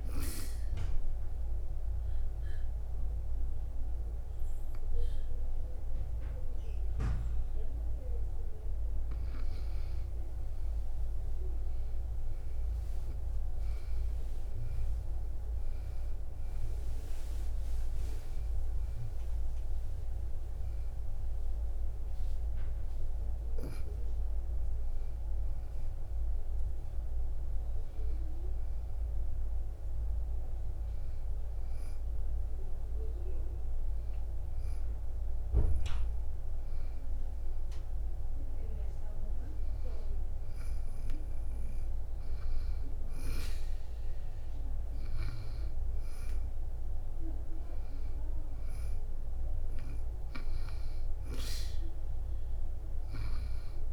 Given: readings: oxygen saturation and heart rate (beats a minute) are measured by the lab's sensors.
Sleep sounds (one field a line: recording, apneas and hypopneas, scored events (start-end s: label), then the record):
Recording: breathing in sleep by a room microphone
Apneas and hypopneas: 1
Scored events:
0.50-10.50 s: obstructive apnea (oxygen 97% before, 93% lowest, heart rate 65 before, 63 extreme, up 6 after)
3.50-15.50 s: oxygen desaturation (device-marked, oxygen 97% before, 93% lowest, heart rate 66 before, 63 extreme)
12.50-17.50 s: arousal
48.00-52.00 s: arousal
From the record:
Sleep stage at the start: N2 (light sleep)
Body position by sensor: on the back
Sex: female